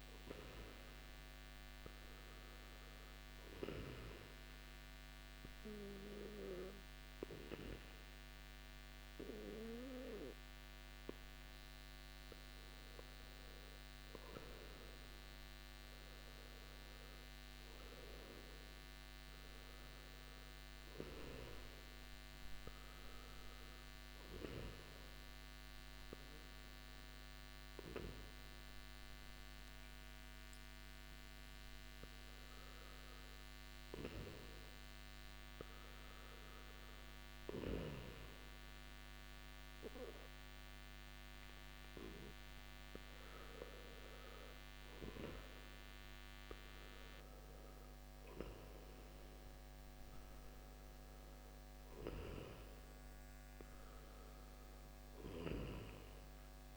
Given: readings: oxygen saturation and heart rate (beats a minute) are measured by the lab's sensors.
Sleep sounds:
breathing in sleep by a microphone on the trachea; 2
0.00-16.50 s: oxygen desaturation (device-marked, oxygen 90% lowest, heart rate 62 extreme)
3.00-14.00 s: obstructive apnea (oxygen 95% before, 89% lowest, heart rate 65 before, 62 extreme, up 6 after)
15.00-18.50 s: arousal
27.50-38.50 s: hypopnea (oxygen 91% before, 89% lowest, heart rate 65 before, 65 extreme, up 2 after)
43.00-47.50 s: arousal
49.50-52.50 s: oxygen desaturation (device-marked, oxygen 92% before, 90% lowest, heart rate 66 before, 64 extreme)
From the record:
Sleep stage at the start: N2 (light sleep); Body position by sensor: on the back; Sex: male

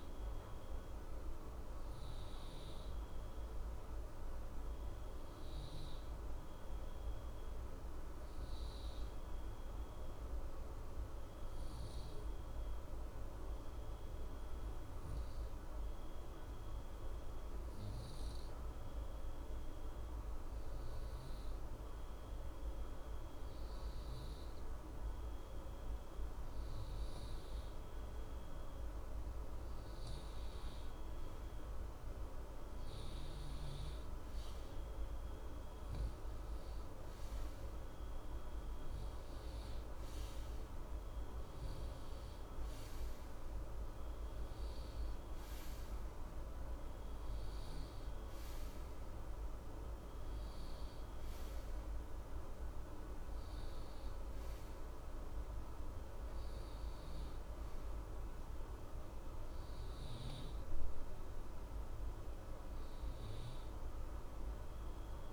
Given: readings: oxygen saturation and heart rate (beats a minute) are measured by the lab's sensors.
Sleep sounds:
breathing in sleep, hard to hear, by a room microphone; 1
4.50-24.50 s: obstructive apnea (oxygen 93% before, 89% lowest, heart rate 62 before, 61 extreme, up 0 after)
28.00-32.50 s: arousal
39.50-64.50 s: oxygen desaturation (device-marked, oxygen 93% before, 89% lowest, heart rate 61 before, 61 extreme)
From the record:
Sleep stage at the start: N2 (light sleep); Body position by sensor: on the right side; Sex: male

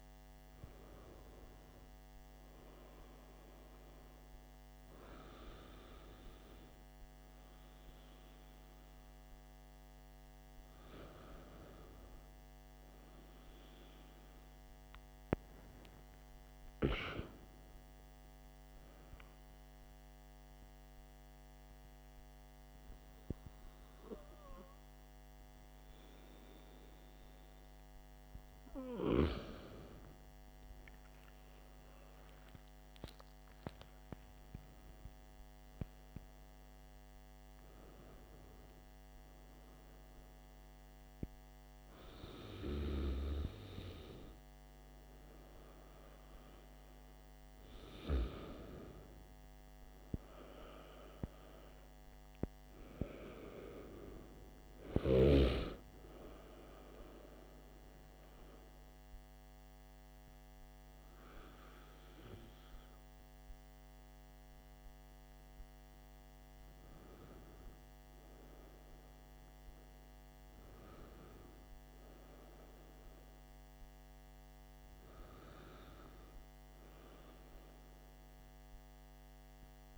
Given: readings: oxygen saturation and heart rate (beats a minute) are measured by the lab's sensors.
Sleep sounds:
breathing in sleep by a microphone on the trachea; 1
15.50-28.50 s: hypopnea (oxygen 95% before, 94% lowest, heart rate 59 before, 51 extreme, up 14 after)
31.00-35.00 s: arousal
74.50-79.00 s: arousal
From the record:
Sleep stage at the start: N2 (light sleep); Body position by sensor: on the back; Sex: male

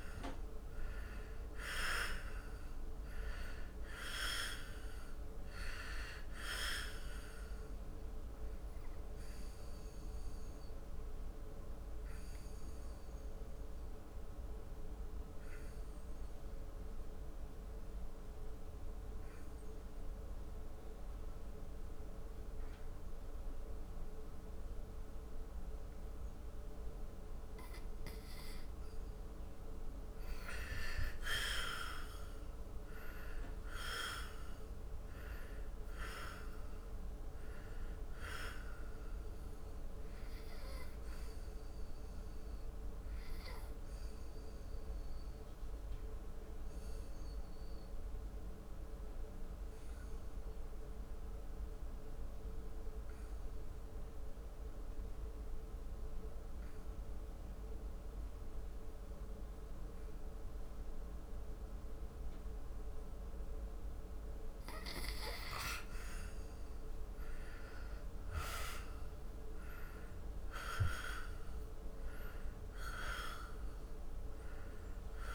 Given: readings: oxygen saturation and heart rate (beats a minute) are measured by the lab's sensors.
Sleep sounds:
breathing in sleep by a room microphone; 2
0.00-2.50 s: arousal
0.00-22.00 s: oxygen desaturation (device-marked, oxygen 86% lowest, heart rate 73 extreme)
8.50-28.00 s: obstructive apnea (oxygen 97% before, 82% lowest, heart rate 75 before, 73 extreme, up 4 after)
28.00-55.00 s: oxygen desaturation (device-marked, oxygen 98% before, 85% lowest, heart rate 75 before, 68 extreme)
30.50-35.00 s: arousal
40.50-63.50 s: obstructive apnea (oxygen 98% before, 82% lowest, heart rate 75 before, 68 extreme, up 8 after)
65.50-69.50 s: arousal
67.00-75.35 s: oxygen desaturation (device-marked, oxygen 98% before, 82% lowest, heart rate 73 before, 70 extreme)
From the record:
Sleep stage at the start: N2 (light sleep); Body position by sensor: on the back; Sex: male

